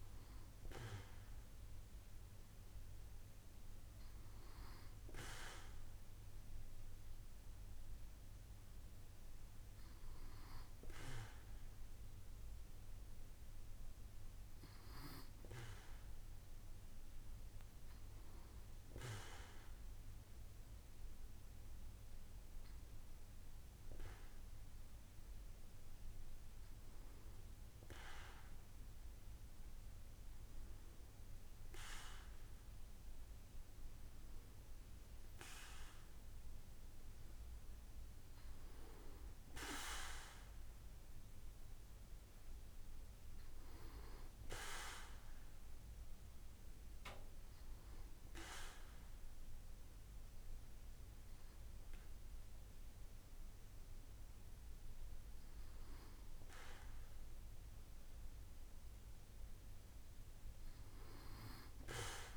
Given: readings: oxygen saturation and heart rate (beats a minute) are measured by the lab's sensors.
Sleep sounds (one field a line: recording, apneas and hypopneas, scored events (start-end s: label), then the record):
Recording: breathing in sleep by a room microphone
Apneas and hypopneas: none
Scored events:
none scored
From the record:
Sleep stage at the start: N2 (light sleep)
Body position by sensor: on the back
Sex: male